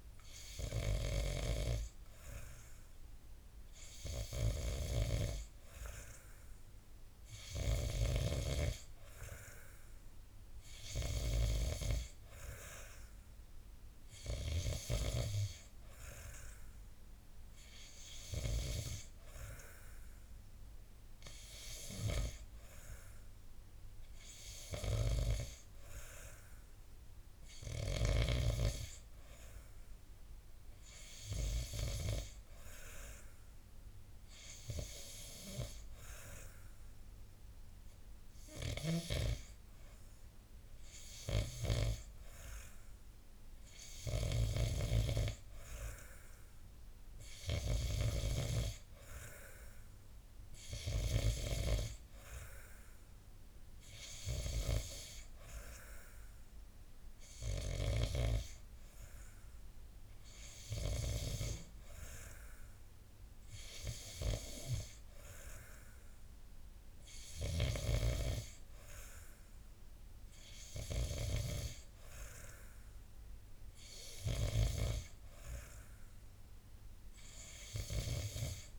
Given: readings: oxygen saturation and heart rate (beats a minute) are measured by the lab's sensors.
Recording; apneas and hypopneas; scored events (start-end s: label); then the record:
breathing in sleep by a room microphone; none
none scored
From the record:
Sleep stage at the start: N2 (light sleep); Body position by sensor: on the back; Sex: male